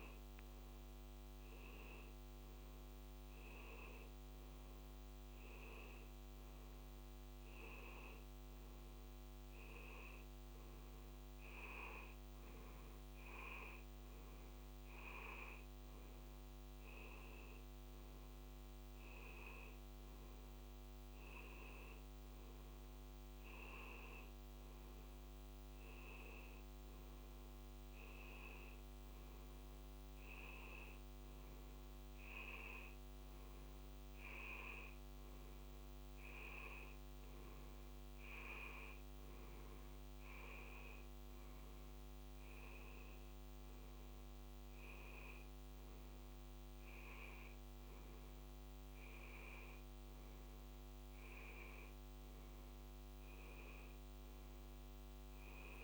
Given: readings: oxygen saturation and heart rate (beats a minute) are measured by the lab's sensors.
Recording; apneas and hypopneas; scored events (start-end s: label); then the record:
a person awake in a sleep study, by a microphone on the trachea; none
none scored
From the record:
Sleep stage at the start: awake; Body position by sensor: on the back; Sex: male